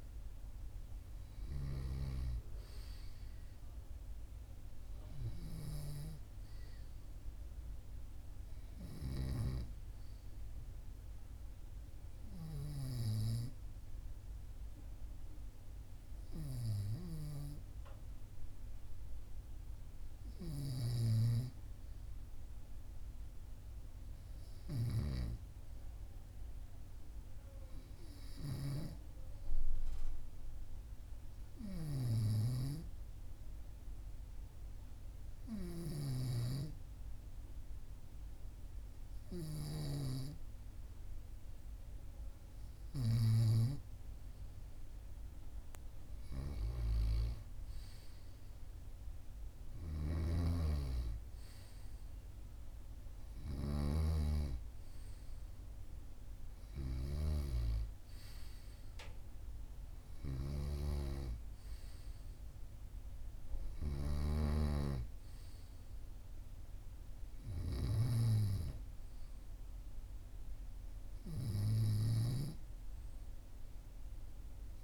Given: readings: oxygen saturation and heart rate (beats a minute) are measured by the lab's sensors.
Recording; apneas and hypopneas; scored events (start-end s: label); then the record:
breathing in sleep by a room microphone; 1
32.50-44.50 s: hypopnea (oxygen 98% before, 96% lowest, heart rate 44 before, 43 extreme, up 2 after)
47.50-51.50 s: arousal
50.00-54.00 s: snoring (device-marked)
From the record:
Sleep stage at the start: N2 (light sleep); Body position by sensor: on the right side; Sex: male